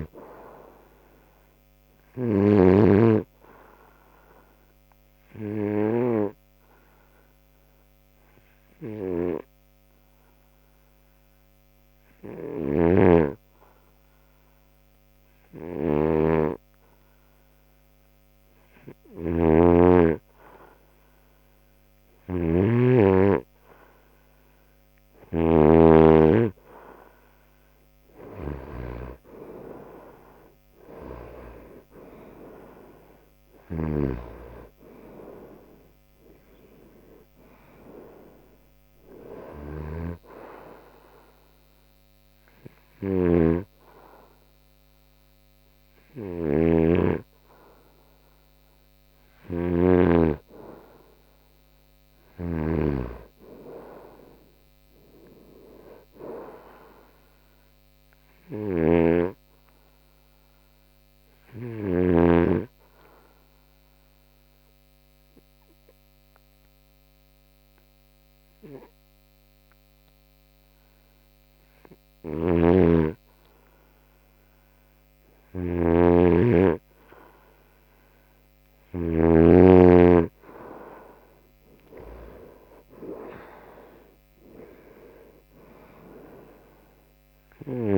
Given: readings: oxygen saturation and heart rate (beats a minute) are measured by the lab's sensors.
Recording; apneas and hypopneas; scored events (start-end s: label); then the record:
breathing in sleep by a microphone on the trachea; 3
4.00-18.00 s: hypopnea (oxygen 96% before, 90% lowest, heart rate 73 before, 68 extreme, up 1 after)
11.50-25.50 s: oxygen desaturation (device-marked, oxygen 96% before, 92% lowest, heart rate 74 before, 68 extreme)
19.50-26.00 s: snoring (device-marked)
20.50-25.00 s: arousal
41.50-53.00 s: hypopnea (oxygen 95% before, 90% lowest, heart rate 76 before, 69 extreme, up 5 after)
41.50-61.50 s: oxygen desaturation (device-marked, oxygen 95% before, 90% lowest, heart rate 76 before, 69 extreme)
46.50-50.50 s: snoring (device-marked)
55.50-59.00 s: arousal
59.00-62.50 s: snoring (device-marked)
64.00-74.50 s: obstructive apnea (oxygen 96% before, 90% lowest, heart rate 79 before, 69 extreme, up 2 after)
72.50-80.00 s: snoring (device-marked)
77.00-80.50 s: arousal
From the record:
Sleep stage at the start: N2 (light sleep); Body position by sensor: on the right side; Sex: male